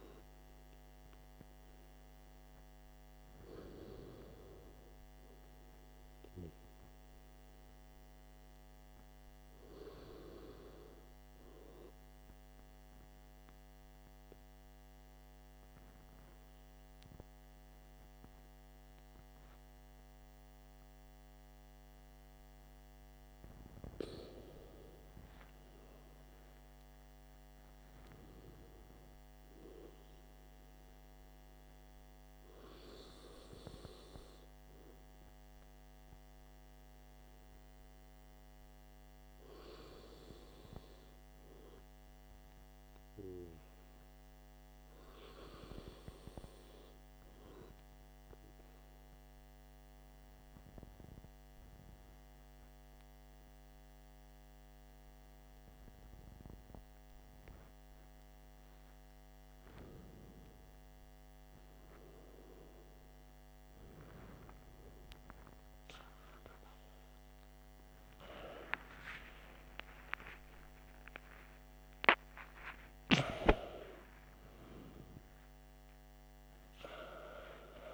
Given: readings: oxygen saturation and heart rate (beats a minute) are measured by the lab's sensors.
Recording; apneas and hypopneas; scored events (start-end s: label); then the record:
breathing in sleep by a microphone on the trachea; 2
12.00-25.00 s: hypopnea (oxygen 97% before, 95% lowest, heart rate 57 before, 52 extreme, up 14 after)
26.50-30.00 s: arousal
50.50-60.50 s: obstructive apnea (oxygen 96% before, 95% lowest, heart rate 57 before, 56 extreme, up 8 after)
61.00-77.94 s: new sleep stage, awake
69.00-73.00 s: tachycardia (device-marked, heart rate 57 before, 107 extreme)
76.00-77.94 s: tachycardia (device-marked, heart rate 57 before, 146 extreme)
From the record:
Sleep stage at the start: N2 (light sleep); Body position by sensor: on the back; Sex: male